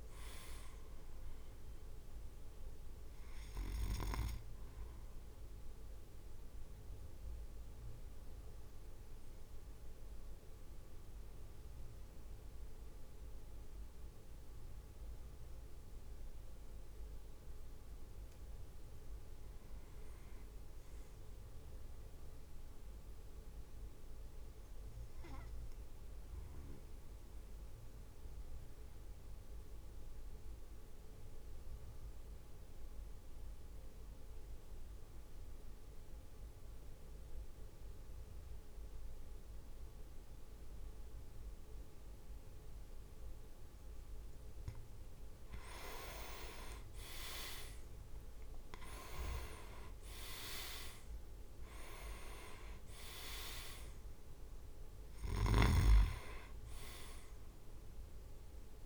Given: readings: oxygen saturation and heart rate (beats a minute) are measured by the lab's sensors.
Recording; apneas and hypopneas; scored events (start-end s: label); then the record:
breathing in sleep by a room microphone; 2
0.00-3.00 s: drop in pulse transit time (device-marked, heart rate 54 extreme)
6.00-17.50 s: obstructive apnea (oxygen 99% before, 94% lowest, heart rate 55 before, 50 extreme, up 7 after)
18.00-30.00 s: drop in pulse transit time (device-marked, heart rate 53 before, 50 extreme)
19.00-21.50 s: arousal
25.00-43.50 s: obstructive apnea (oxygen 100% before, 94% lowest, heart rate 54 before, 50 extreme, up 6 after)
46.00-58.86 s: drop in pulse transit time (device-marked, heart rate 53 before, 53 extreme)
47.00-51.00 s: arousal
48.00-53.50 s: leg movement (device-marked)
50.00-58.86 s: oxygen desaturation (device-marked, oxygen 98% before, 95% lowest, heart rate 54 before, 50 extreme)
From the record:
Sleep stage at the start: N2 (light sleep); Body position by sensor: on the back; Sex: male